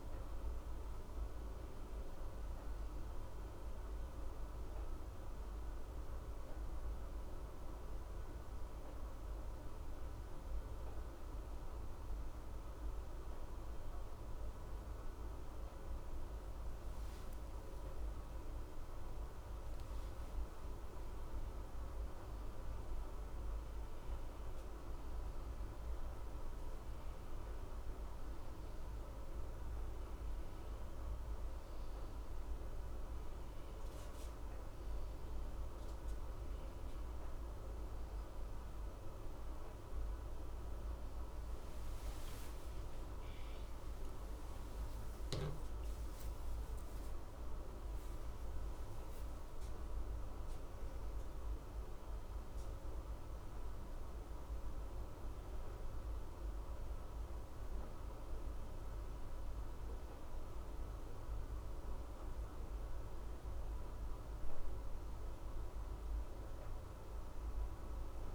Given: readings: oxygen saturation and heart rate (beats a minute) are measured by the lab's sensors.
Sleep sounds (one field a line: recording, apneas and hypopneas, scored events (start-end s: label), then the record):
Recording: breathing in sleep, hard to hear, by a room microphone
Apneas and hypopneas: none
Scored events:
4.00-68.35 s: new sleep stage, N1 (lightest sleep)
17.00-20.50 s: arousal
44.50-50.00 s: arousal
48.00-58.00 s: oxygen desaturation (device-marked, oxygen 95% before, 90% lowest, heart rate 70 before, 60 extreme)
From the record:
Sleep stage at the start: N2 (light sleep)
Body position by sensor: on the left side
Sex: male